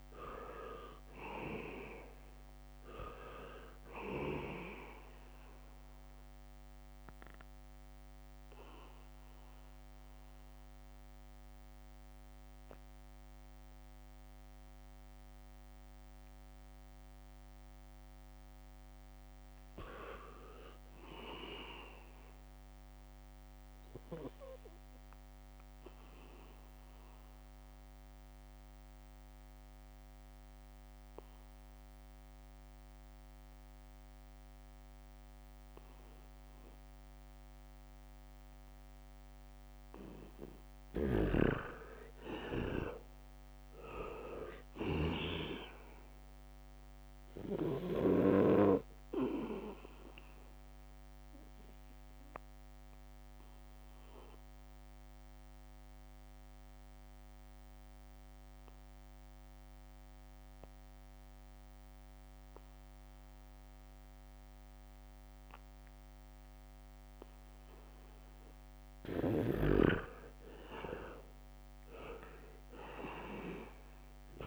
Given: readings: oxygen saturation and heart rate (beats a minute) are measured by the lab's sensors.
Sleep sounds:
breathing in sleep by a microphone on the trachea; 3
0.00-2.00 s: arousal
0.00-3.00 s: leg movement (device-marked)
0.00-22.50 s: oxygen desaturation (device-marked, oxygen 80% lowest, heart rate 71 extreme)
7.00-19.50 s: mixed apnea (oxygen 99% before, 80% lowest, heart rate 73 before, 74 extreme, up 5 after)
21.00-24.00 s: arousal
26.50-39.50 s: obstructive apnea (oxygen 99% before, 82% lowest, heart rate 78 before, 74 extreme, up 2 after)
32.50-37.50 s: oxygen desaturation (device-marked, oxygen 99% before, 92% lowest, heart rate 78 before, 74 extreme)
41.50-46.00 s: snoring (device-marked)
43.00-47.00 s: arousal
43.50-63.50 s: oxygen desaturation (device-marked, oxygen 97% before, 82% lowest, heart rate 76 before, 74 extreme)
53.00-68.50 s: obstructive apnea (oxygen 99% before, 82% lowest, heart rate 76 before, 74 extreme)
65.00-69.00 s: leg movement (device-marked)
69.50-74.47 s: oxygen desaturation (device-marked, oxygen 98% before, 83% lowest, heart rate 78 before, 73 extreme)
72.00-74.47 s: arousal
From the record:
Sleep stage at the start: N2 (light sleep); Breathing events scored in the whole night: 390 in 4.1 hours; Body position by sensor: on the back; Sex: male

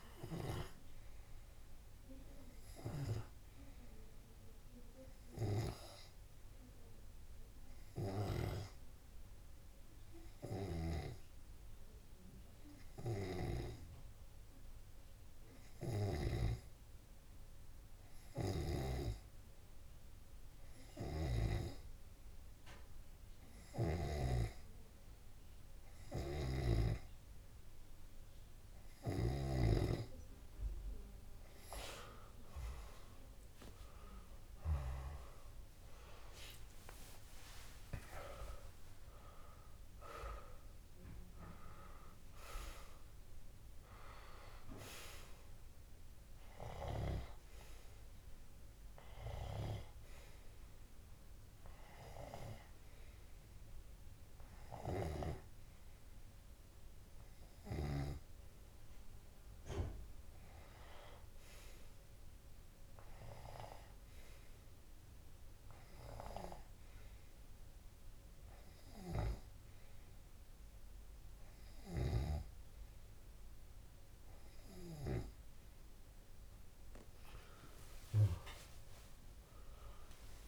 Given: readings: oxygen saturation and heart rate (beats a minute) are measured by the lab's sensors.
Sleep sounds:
breathing in sleep by a room microphone; 2
3.00-29.00 s: hypopnea (oxygen 94% before, 92% lowest)
24.50-30.50 s: snoring (device-marked)
34.00-38.00 s: arousal
50.00-62.50 s: hypopnea (oxygen 98% before, 95% lowest)
78.00-80.48 s: arousal
From the record:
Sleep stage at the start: N2 (light sleep); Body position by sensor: on the left side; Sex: male

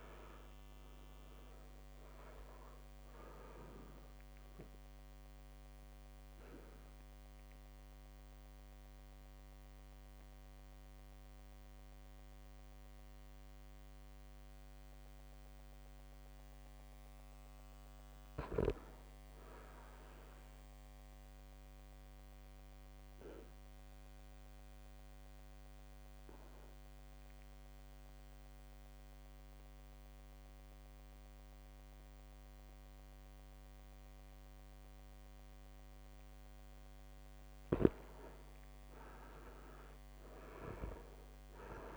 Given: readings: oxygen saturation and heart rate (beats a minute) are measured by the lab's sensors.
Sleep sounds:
breathing in sleep by a microphone on the trachea; 2
0.00-1.50 s: arousal
5.00-16.50 s: obstructive apnea (oxygen 99% before, 95% lowest, heart rate 69 before, 56 extreme, up 5 after)
18.00-20.50 s: arousal
23.00-36.50 s: obstructive apnea (oxygen 99% before, 95% lowest, heart rate 61 before, 54 extreme, up 3 after)
37.50-41.97 s: snoring (device-marked)
38.50-41.00 s: arousal
From the record:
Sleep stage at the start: N2 (light sleep); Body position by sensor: on the back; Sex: male

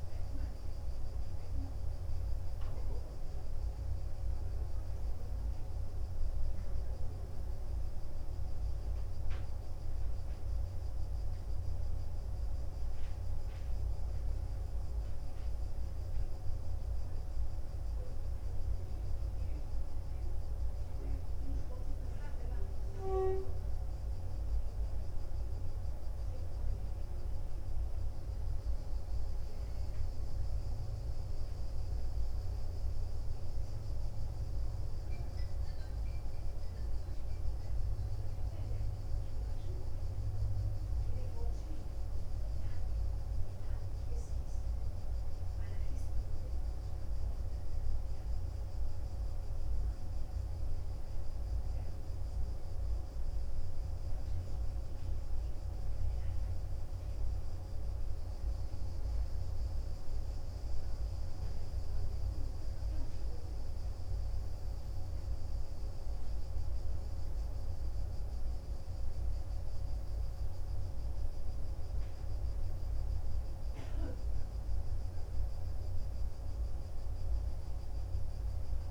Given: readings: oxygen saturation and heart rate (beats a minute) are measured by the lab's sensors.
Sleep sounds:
breathing in sleep, hard to hear, by a room microphone; none
none scored
From the record:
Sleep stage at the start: N2 (light sleep); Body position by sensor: on the back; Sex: male

